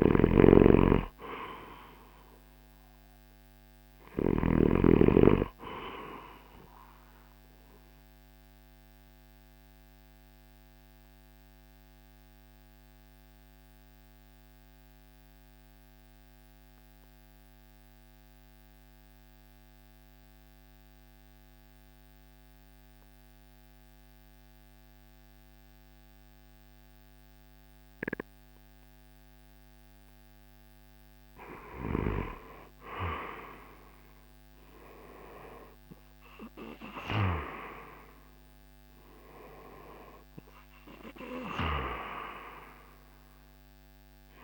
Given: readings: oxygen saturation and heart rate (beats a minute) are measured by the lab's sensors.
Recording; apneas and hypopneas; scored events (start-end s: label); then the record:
breathing in sleep by a microphone on the trachea; 1
0.00-4.00 s: snoring (device-marked)
0.00-23.00 s: oxygen desaturation (device-marked, oxygen 90% lowest, heart rate 52 extreme)
7.50-28.00 s: obstructive apnea (oxygen 98% before, 89% lowest, heart rate 59 before, 52 extreme, up 9 after)
32.00-37.00 s: arousal
33.00-44.44 s: drop in pulse transit time (device-marked, heart rate 54 before, 56 extreme)
From the record:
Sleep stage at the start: N2 (light sleep); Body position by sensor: on the right side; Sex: male